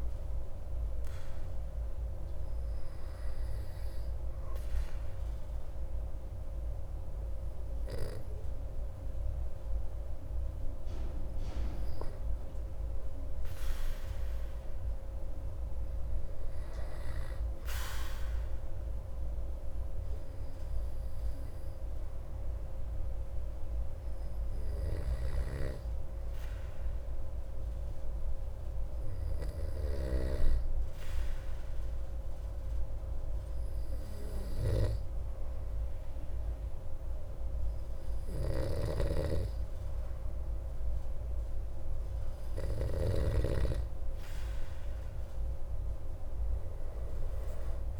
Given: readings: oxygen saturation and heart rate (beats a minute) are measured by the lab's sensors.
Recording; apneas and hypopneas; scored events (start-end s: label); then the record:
breathing in sleep by a room microphone; 1
22.50-39.50 s: hypopnea (oxygen 97% before, 93% lowest)
38.50-43.50 s: snoring (device-marked)
45.00-48.00 s: arousal
From the record:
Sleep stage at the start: N2 (light sleep); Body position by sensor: on the back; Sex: male